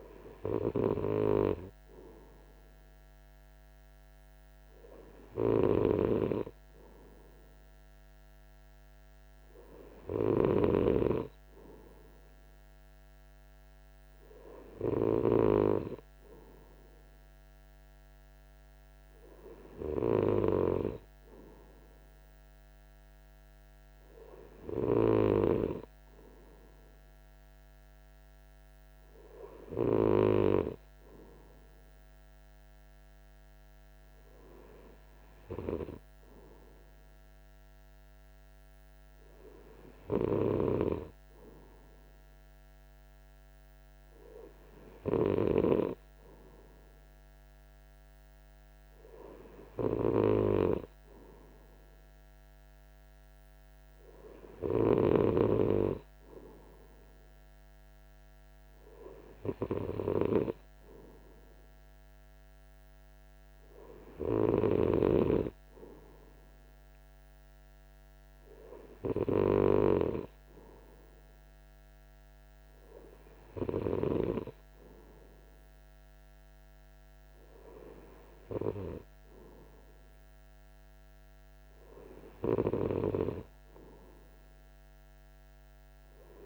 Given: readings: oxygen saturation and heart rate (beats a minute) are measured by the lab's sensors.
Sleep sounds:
breathing in sleep by a microphone on the trachea; none
none scored
From the record:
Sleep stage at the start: N3 (deep sleep); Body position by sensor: on the right side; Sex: male

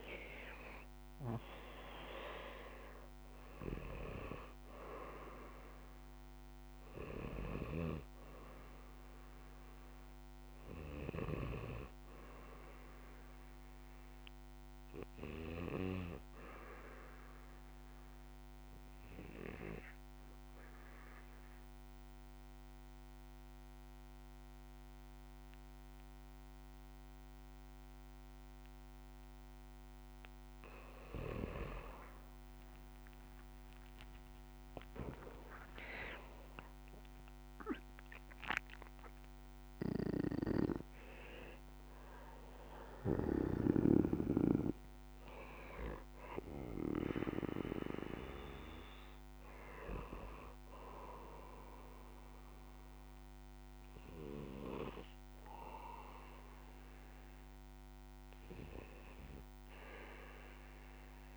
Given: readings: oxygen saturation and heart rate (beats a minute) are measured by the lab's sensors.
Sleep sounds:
breathing in sleep by a microphone on the trachea; 1
0.00-27.00 s: oxygen desaturation (device-marked, oxygen 84% lowest, heart rate 55 extreme)
17.50-31.00 s: obstructive apnea (oxygen 95% before, 85% lowest, heart rate 66 before, 55 extreme, up 60 after)
32.00-37.00 s: tachycardia (device-marked, heart rate 62 before, 118 extreme)
33.00-37.00 s: arousal
From the record:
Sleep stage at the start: REM sleep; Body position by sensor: on the back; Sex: male

